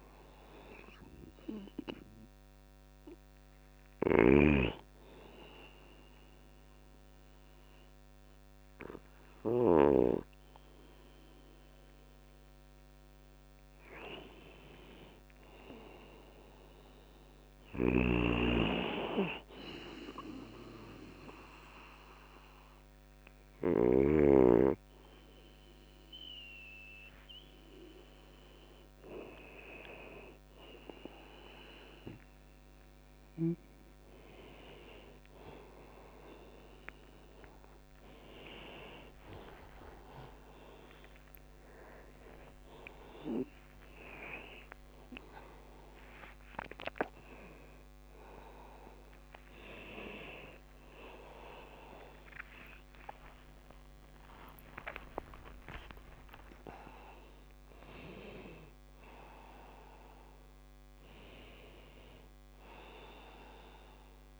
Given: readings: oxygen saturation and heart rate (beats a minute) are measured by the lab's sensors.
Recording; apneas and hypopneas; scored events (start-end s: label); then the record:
a person awake in a sleep study, by a microphone on the trachea; none
0.00-7.00 s: drop in pulse transit time (device-marked, heart rate 80 extreme)
3.50-9.00 s: snoring (device-marked)
17.00-23.50 s: snoring (device-marked)
22.00-31.00 s: oxygen desaturation (device-marked, oxygen 97% before, 94% lowest, heart rate 76 before, 69 extreme)
31.50-33.50 s: long interval between heartbeats (device-marked, heart rate 70 before, 77 extreme)
38.00-45.00 s: tachycardia (device-marked, heart rate 77 before, 124 extreme)
39.00-41.00 s: long interval between heartbeats (device-marked, heart rate 74 before, 86 extreme)
39.00-49.00 s: drop in pulse transit time (device-marked, heart rate 74 before, 86 extreme)
42.50-44.50 s: long interval between heartbeats (device-marked, heart rate 77 before, 119 extreme)
48.00-57.00 s: tachycardia (device-marked, heart rate 78 before, 130 extreme)
49.00-51.00 s: long interval between heartbeats (device-marked, heart rate 93 before, 91 extreme)
49.00-64.40 s: new sleep stage, N1 (lightest sleep)
52.00-54.00 s: long interval between heartbeats (device-marked, heart rate 96 before, 102 extreme)
54.00-56.00 s: long interval between heartbeats (device-marked, heart rate 99 before, 118 extreme)
From the record:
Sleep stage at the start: awake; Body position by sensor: on the right side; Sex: male